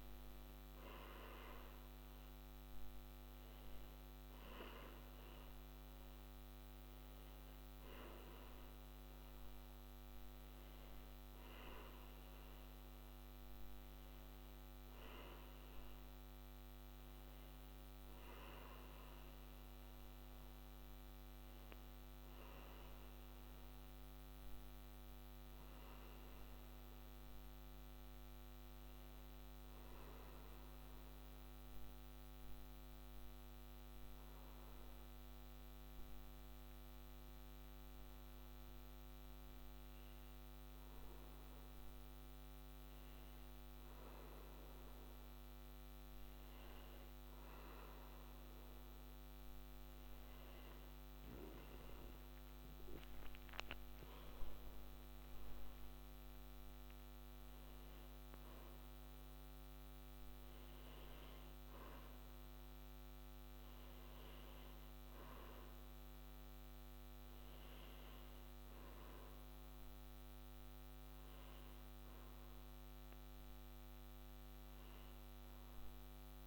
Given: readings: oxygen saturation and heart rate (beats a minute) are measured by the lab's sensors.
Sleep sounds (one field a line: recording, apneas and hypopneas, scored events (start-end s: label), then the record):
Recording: breathing in sleep, hard to hear, by a microphone on the trachea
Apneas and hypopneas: 1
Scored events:
27.50-42.50 s: hypopnea (oxygen 97% before, 95% lowest, heart rate 111 before, 67 extreme)
45.00-50.00 s: arousal
From the record:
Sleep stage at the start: N1 (lightest sleep)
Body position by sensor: on the back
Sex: male